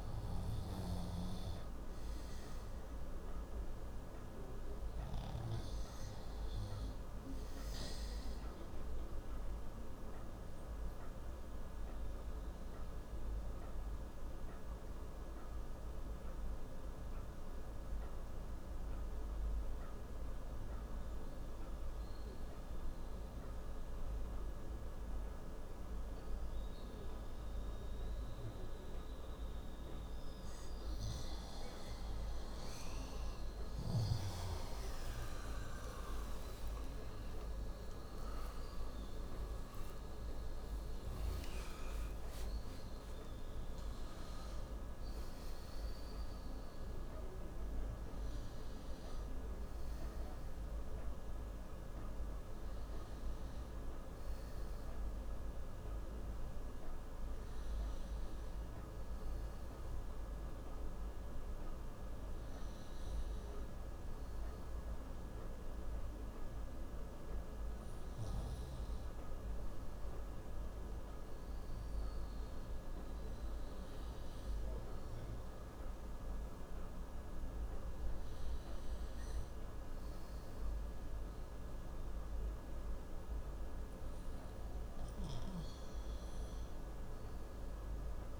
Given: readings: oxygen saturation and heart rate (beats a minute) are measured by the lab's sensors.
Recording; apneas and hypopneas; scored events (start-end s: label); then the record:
breathing in sleep, hard to hear, by a room microphone; 1
0.00-1.00 s: arousal
9.00-30.00 s: obstructive apnea (oxygen 96% before, 91% lowest)
35.50-40.00 s: arousal
50.50-63.50 s: oxygen desaturation (device-marked, oxygen 94% before, 91% lowest, heart rate 81 before, 58 extreme)
57.50-87.50 s: new sleep stage, N1 (lightest sleep)
85.50-88.40 s: snoring (device-marked)
87.50-88.40 s: new sleep stage, N2 (light sleep)
From the record:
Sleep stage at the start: N2 (light sleep); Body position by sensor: on the left side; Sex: male